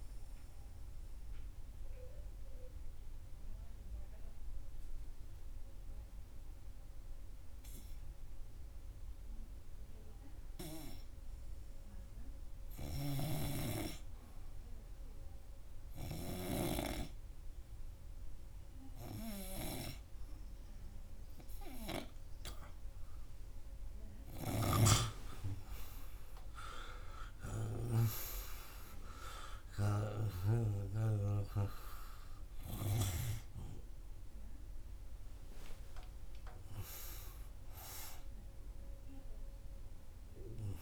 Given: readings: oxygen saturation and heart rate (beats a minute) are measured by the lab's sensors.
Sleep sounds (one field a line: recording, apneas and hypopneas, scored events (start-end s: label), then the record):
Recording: breathing in sleep by a room microphone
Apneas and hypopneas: 1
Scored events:
0.50-11.00 s: obstructive apnea (oxygen 97% before, 94% lowest, heart rate 94 before, 92 extreme, up 4 after)
13.00-16.50 s: arousal
38.50-40.82 s: arousal
From the record:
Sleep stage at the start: N2 (light sleep)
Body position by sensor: on the front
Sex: male